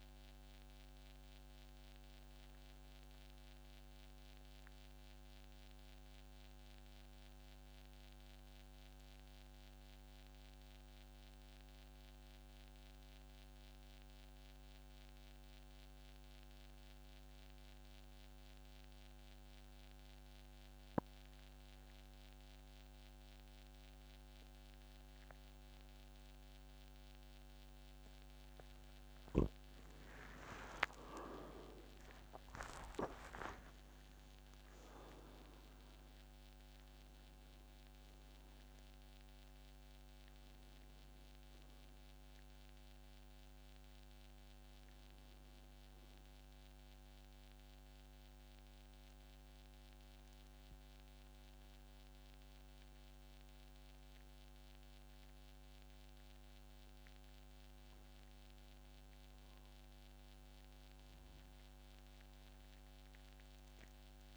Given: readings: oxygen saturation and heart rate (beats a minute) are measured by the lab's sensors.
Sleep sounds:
breathing in sleep by a microphone on the trachea; 2
0.00-16.50 s: oxygen desaturation (device-marked, oxygen 93% lowest, heart rate 51 extreme)
1.00-29.50 s: mixed apnea (oxygen 98% before, 87% lowest, heart rate 58 before, 51 extreme, up 42 after)
28.50-60.50 s: oxygen desaturation (device-marked, oxygen 99% before, 87% lowest, heart rate 57 before, 51 extreme)
30.50-35.00 s: arousal
33.00-35.00 s: long interval between heartbeats (device-marked, heart rate 59 before, 89 extreme)
33.50-36.50 s: tachycardia (device-marked, heart rate 63 before, 100 extreme)
47.50-58.50 s: central apnea (oxygen 99% before, 87% lowest, heart rate 76 before, 51 extreme, up 6 after)
61.50-64.37 s: arousal
From the record:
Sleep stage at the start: N2 (light sleep); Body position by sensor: on the back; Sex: male

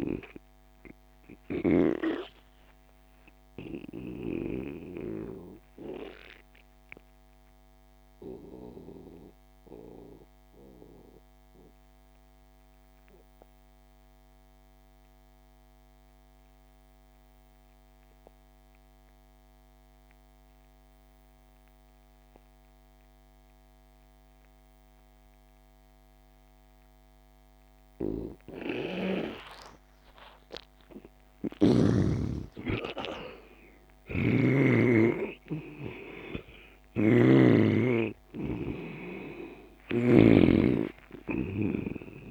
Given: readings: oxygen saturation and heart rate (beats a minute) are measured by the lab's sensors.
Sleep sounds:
breathing in sleep by a microphone on the trachea; 1
0.00-2.00 s: snoring (device-marked)
0.00-11.50 s: oxygen desaturation (device-marked, oxygen 85% lowest)
2.50-30.50 s: obstructive apnea (oxygen 98% before, 84% lowest)
29.50-42.31 s: oxygen desaturation (device-marked, oxygen 97% before, 86% lowest)
31.50-36.00 s: arousal
34.00-37.50 s: snoring (device-marked)
39.50-42.31 s: snoring (device-marked)
From the record:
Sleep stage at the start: N2 (light sleep); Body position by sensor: on the back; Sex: male

